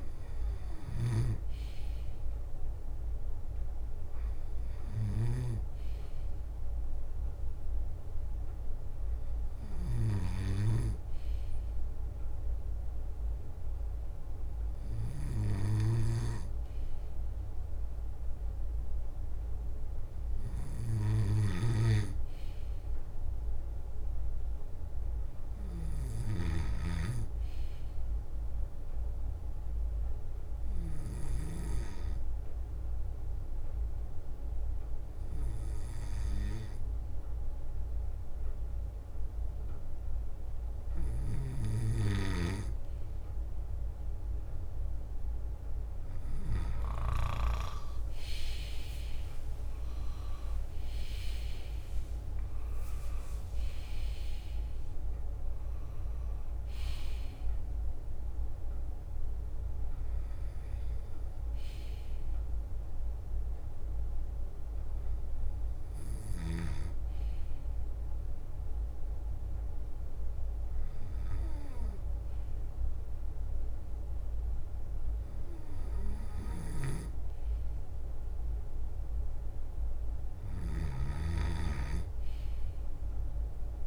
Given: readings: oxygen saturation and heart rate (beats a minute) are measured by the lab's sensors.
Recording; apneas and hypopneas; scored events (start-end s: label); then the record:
breathing in sleep by a room microphone; 1
0.00-53.00 s: bradycardia (device-marked, heart rate 57 before, 47 extreme)
0.50-5.50 s: snoring (device-marked)
12.00-40.00 s: drop in pulse transit time (device-marked, heart rate 59 before, 47 extreme)
14.50-24.50 s: leg movement (device-marked)
15.50-26.50 s: snoring (device-marked)
21.00-23.00 s: long interval between heartbeats (device-marked, heart rate 56 before, 56 extreme)
28.50-35.50 s: leg movement (device-marked)
30.50-42.00 s: hypopnea (oxygen 97% before, 95% lowest, heart rate 53 before, 46 extreme, up 3 after)
37.50-46.00 s: leg movement (device-marked)
47.00-52.00 s: arousal
47.00-55.50 s: leg movement (device-marked)
48.50-50.50 s: long interval between heartbeats (device-marked, heart rate 55 before, 58 extreme)
59.50-70.00 s: leg movement (device-marked)
60.00-83.87 s: bradycardia (device-marked, heart rate 57 before, 36 extreme)
63.00-65.00 s: long interval between heartbeats (device-marked, heart rate 58 before, 58 extreme)
74.00-83.87 s: drop in pulse transit time (device-marked, heart rate 56 before, 36 extreme)
80.50-83.87 s: snoring (device-marked)
From the record:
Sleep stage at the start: N2 (light sleep); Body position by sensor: on the left side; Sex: male